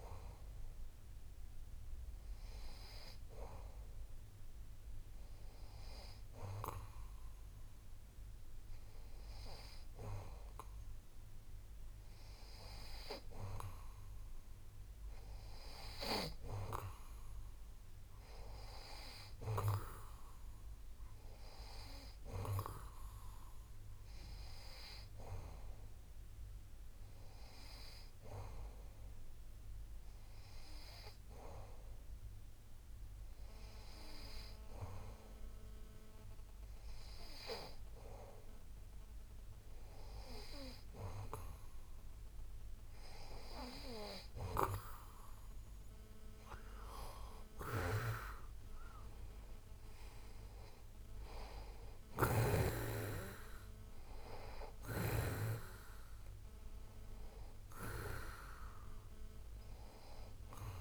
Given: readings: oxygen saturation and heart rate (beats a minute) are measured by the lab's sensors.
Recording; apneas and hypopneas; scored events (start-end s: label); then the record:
breathing in sleep by a room microphone; none
50.00-53.50 s: arousal
From the record:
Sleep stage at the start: N2 (light sleep); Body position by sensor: on the back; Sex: male